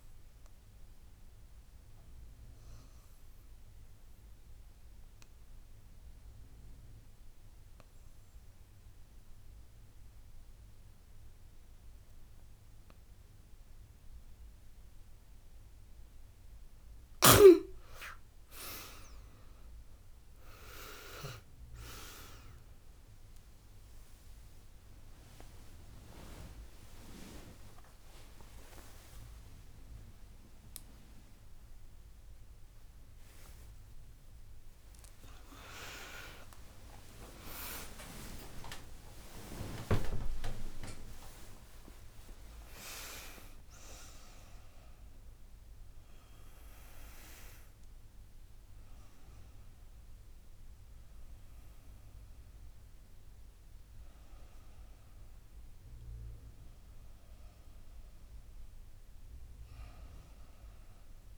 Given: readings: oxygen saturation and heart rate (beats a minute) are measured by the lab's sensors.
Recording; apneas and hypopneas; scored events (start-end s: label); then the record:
a person partly awake in a sleep study, by a room microphone; 1
0.00-7.50 s: drop in pulse transit time (device-marked, heart rate 87 extreme)
0.00-15.50 s: oxygen desaturation (device-marked, oxygen 90% lowest, heart rate 80 extreme)
1.00-16.00 s: obstructive apnea (oxygen 98% before, 88% lowest, heart rate 85 before, 80 extreme, up 16 after)
12.50-42.50 s: new sleep stage, awake
21.50-47.50 s: oxygen desaturation (device-marked, oxygen 95% before, 88% lowest, heart rate 85 before, 70 extreme)
22.50-29.50 s: tachycardia (device-marked, heart rate 79 before, 106 extreme)
22.50-51.50 s: drop in pulse transit time (device-marked, heart rate 86 before, 95 extreme)
26.00-28.00 s: long interval between heartbeats (device-marked, heart rate 87 before, 105 extreme)
32.50-45.50 s: tachycardia (device-marked, heart rate 80 before, 167 extreme)
37.50-39.50 s: long interval between heartbeats (device-marked, heart rate 99 before, 120 extreme)
42.50-44.50 s: long interval between heartbeats (device-marked, heart rate 113 before, 151 extreme)
42.50-61.38 s: new sleep stage, N1 (lightest sleep)
From the record:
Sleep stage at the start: N2 (light sleep); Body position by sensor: on the back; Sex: female